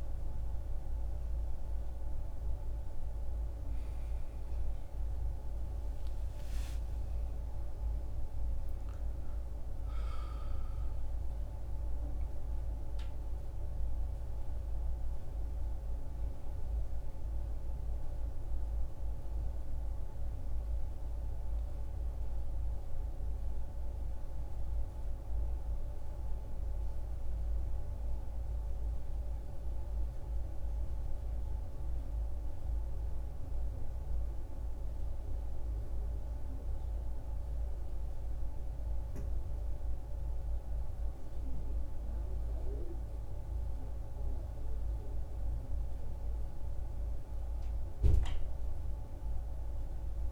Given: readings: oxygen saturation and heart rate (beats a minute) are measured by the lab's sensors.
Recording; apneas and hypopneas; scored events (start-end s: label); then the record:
breathing in sleep, hard to hear, by a room microphone; none
1.50-6.00 s: arousal
19.00-23.00 s: oxygen desaturation (device-marked, oxygen 98% before, 94% lowest, heart rate 67 before, 66 extreme)
37.00-50.32 s: new sleep stage, N2 (light sleep)
From the record:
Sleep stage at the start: N1 (lightest sleep); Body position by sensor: on the back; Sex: male